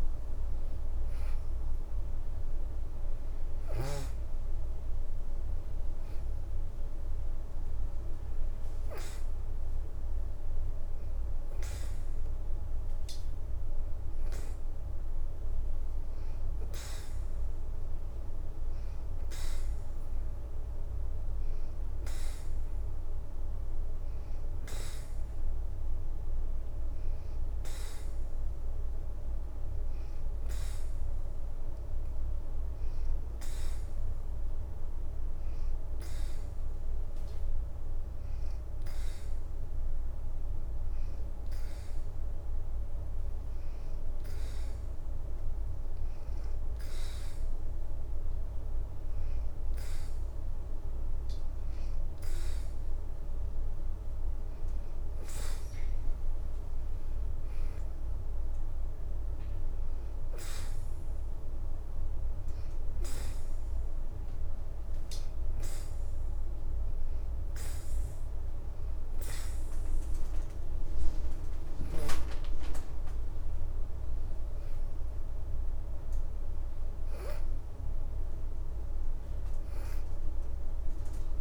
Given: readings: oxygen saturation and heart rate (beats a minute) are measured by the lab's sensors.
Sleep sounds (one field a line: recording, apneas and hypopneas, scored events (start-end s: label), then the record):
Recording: breathing in sleep, hard to hear, by a room microphone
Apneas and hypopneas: 2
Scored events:
0.00-1.50 s: arousal
36.00-53.00 s: hypopnea (oxygen 93% before, 87% lowest, heart rate 81 before, 82 extreme, up 4 after)
44.00-59.00 s: oxygen desaturation (device-marked, oxygen 90% before, 87% lowest, heart rate 81 before, 82 extreme)
55.00-57.50 s: leg movement (device-marked)
55.00-58.50 s: arousal
63.00-74.00 s: hypopnea (oxygen 90% before, 86% lowest, heart rate 85 before, 79 extreme, up 1 after)
69.50-71.50 s: leg movement (device-marked)
75.00-78.50 s: arousal
From the record:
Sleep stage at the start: N2 (light sleep)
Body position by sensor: on the back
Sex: female